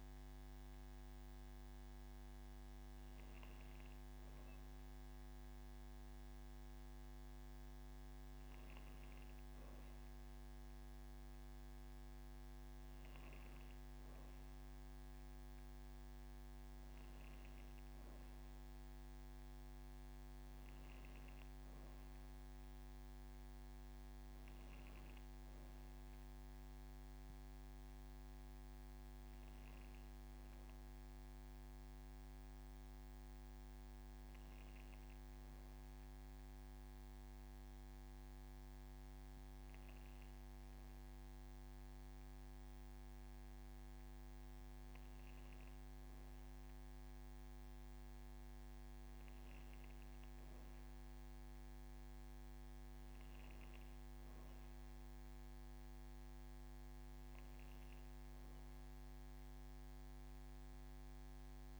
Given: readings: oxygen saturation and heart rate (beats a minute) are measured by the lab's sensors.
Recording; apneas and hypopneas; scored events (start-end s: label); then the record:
breathing in sleep, hard to hear, by a microphone on the trachea; none
6.00-8.00 s: long interval between heartbeats (device-marked)
8.50-10.50 s: long interval between heartbeats (device-marked)
11.50-13.50 s: long interval between heartbeats (device-marked, heart rate 38 before, 125 extreme)
24.00-29.00 s: arousal
From the record:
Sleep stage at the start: N2 (light sleep); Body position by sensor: on the back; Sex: female